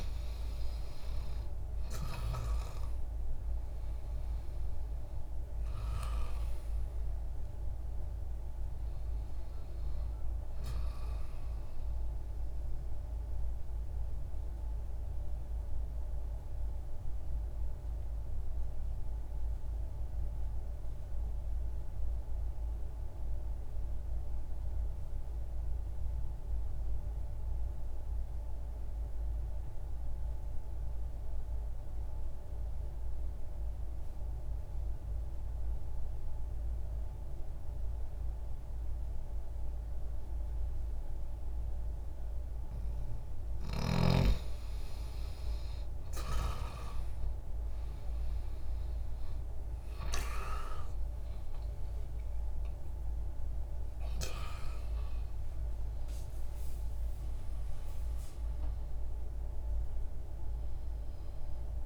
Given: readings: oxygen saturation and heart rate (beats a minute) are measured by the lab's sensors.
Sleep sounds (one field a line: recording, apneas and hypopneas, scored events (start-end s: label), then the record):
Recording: breathing in sleep by a room microphone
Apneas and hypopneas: 1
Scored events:
0.00-4.00 s: arousal
0.00-34.00 s: oxygen desaturation (device-marked, oxygen 97% before, 82% lowest, heart rate 60 before, 60 extreme)
13.00-42.50 s: mixed apnea (oxygen 97% before, 82% lowest, heart rate 60 before, 60 extreme, up 0 after)
40.00-61.86 s: oxygen desaturation (device-marked, oxygen 97% before, 90% lowest, heart rate 60 before, 60 extreme)
49.50-54.00 s: arousal
From the record:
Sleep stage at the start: N2 (light sleep)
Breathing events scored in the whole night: 518 in 7.1 hours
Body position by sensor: on the left side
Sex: male